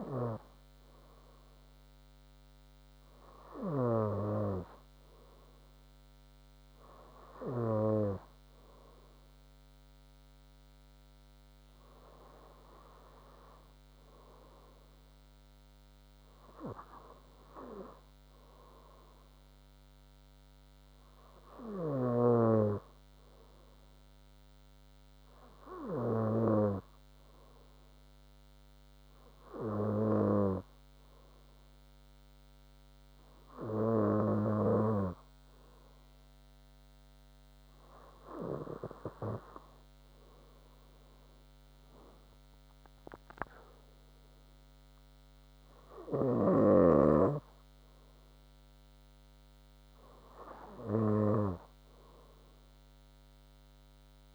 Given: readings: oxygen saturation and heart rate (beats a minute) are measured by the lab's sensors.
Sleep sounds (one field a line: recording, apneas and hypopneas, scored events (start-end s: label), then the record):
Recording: breathing in sleep by a microphone on the trachea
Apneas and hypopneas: none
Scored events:
none scored
From the record:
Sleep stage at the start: N2 (light sleep)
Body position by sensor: on the front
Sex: female